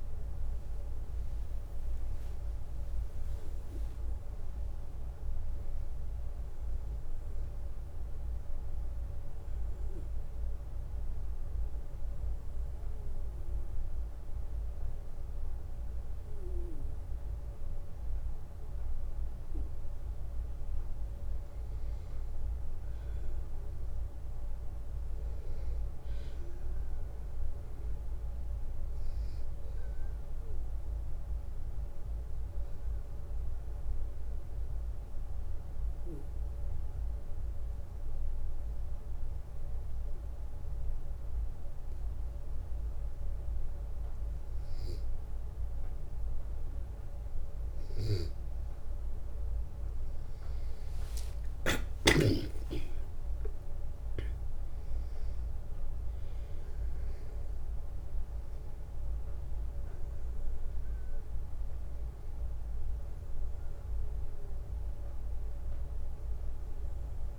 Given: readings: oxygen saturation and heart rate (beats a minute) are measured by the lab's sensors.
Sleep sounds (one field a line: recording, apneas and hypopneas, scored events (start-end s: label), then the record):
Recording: breathing in sleep, hard to hear, by a room microphone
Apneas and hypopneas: 1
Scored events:
21.50-25.50 s: arousal
28.50-42.50 s: oxygen desaturation (device-marked, oxygen 96% before, 93% lowest)
32.50-45.50 s: obstructive apnea (oxygen 97% before, 92% lowest)
50.00-54.50 s: arousal
54.50-67.39 s: oxygen desaturation (device-marked, oxygen 96% before, 92% lowest)
From the record:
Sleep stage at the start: N2 (light sleep)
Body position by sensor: on the back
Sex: male